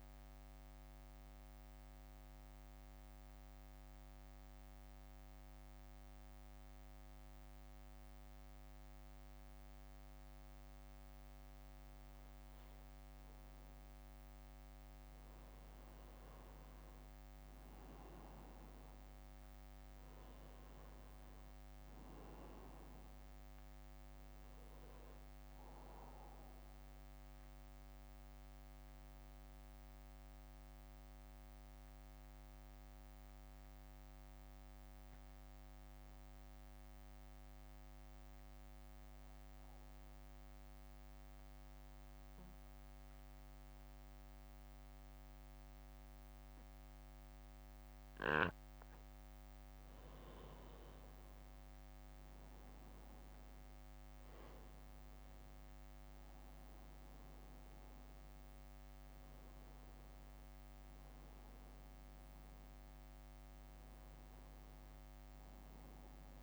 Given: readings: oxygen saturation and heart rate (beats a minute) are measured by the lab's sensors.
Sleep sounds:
breathing in sleep, hard to hear, by a microphone on the trachea; 2
0.00-11.50 s: oxygen desaturation (device-marked, oxygen 94% lowest, heart rate 58 extreme)
0.50-15.50 s: mixed apnea (oxygen 98% before, 92% lowest, heart rate 63 before, 58 extreme, up 5 after)
18.50-22.50 s: arousal
24.50-35.50 s: oxygen desaturation (device-marked, oxygen 97% before, 93% lowest, heart rate 60 before, 58 extreme)
26.50-50.00 s: mixed apnea (oxygen 97% before, 92% lowest, heart rate 60 before, 58 extreme, up 1 after)
48.50-66.43 s: drop in pulse transit time (device-marked, heart rate 61 before, 61 extreme)
51.50-55.50 s: arousal
From the record:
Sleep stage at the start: N2 (light sleep); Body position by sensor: on the back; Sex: male

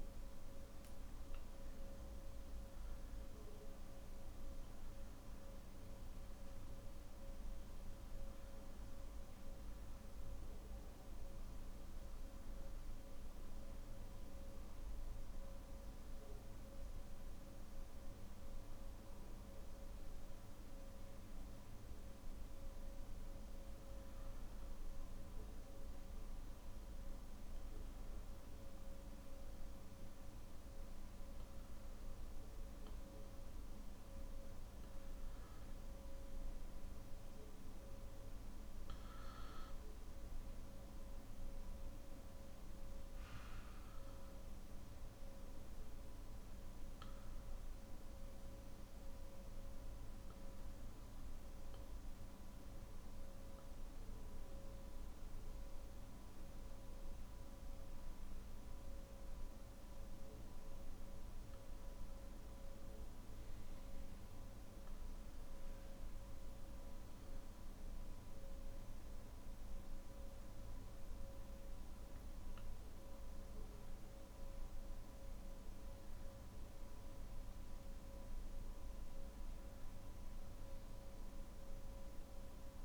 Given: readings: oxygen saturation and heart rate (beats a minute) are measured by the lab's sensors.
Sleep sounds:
breathing in sleep, hard to hear, by a room microphone; none
none scored
From the record:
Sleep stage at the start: N3 (deep sleep); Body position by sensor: on the back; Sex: male

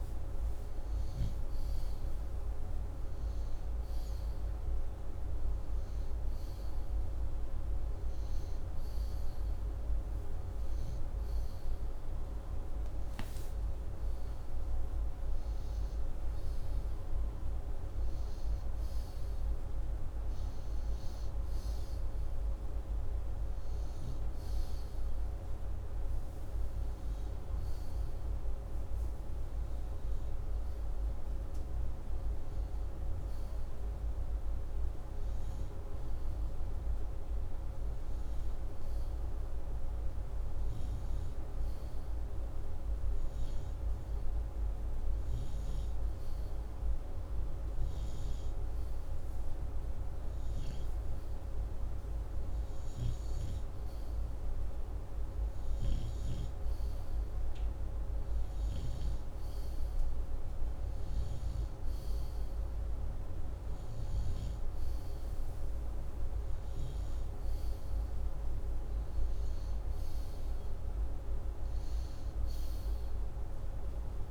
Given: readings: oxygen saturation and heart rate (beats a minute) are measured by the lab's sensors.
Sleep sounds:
breathing in sleep, hard to hear, by a room microphone; none
none scored
From the record:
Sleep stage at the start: N2 (light sleep); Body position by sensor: upright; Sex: male

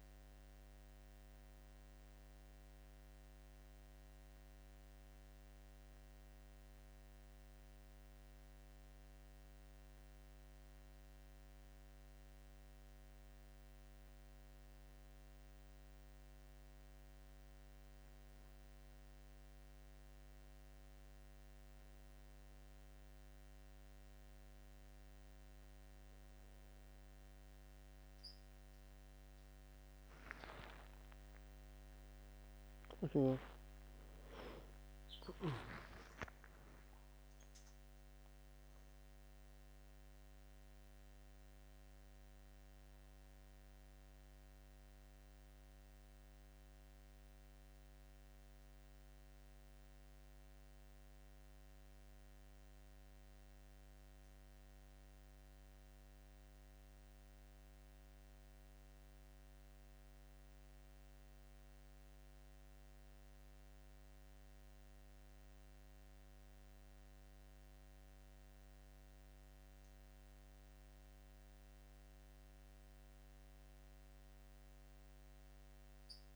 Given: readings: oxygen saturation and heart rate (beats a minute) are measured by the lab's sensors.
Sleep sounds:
breathing in sleep, hard to hear, by a microphone on the trachea; 1
32.50-37.00 s: arousal
50.50-61.50 s: hypopnea (oxygen 96% before, 95% lowest, heart rate 80 before, 68 extreme, up 9 after)
70.00-76.36 s: new sleep stage, awake
From the record:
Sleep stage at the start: N2 (light sleep); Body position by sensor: on the back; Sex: male

